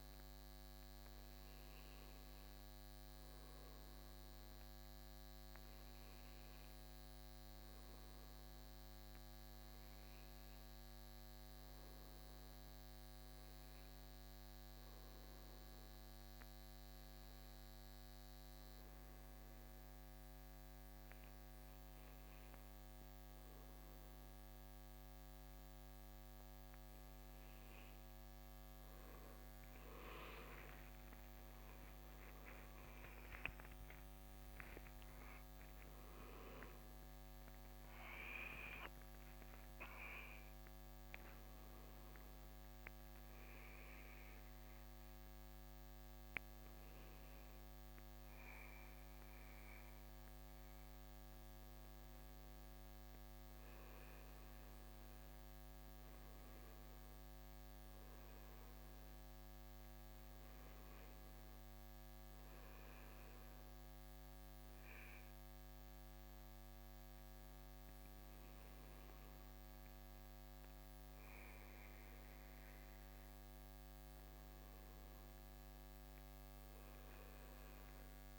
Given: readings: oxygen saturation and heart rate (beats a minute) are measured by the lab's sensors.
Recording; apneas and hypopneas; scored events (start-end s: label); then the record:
breathing in sleep, hard to hear, by a microphone on the trachea; 1
0.00-12.00 s: oxygen desaturation (device-marked, oxygen 91% lowest, heart rate 65 extreme)
10.00-14.50 s: arousal
16.50-28.50 s: hypopnea (oxygen 95% before, 93% lowest, heart rate 67 before, 66 extreme, up 17 after)
32.50-37.50 s: arousal
From the record:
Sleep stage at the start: N2 (light sleep); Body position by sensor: on the right side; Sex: male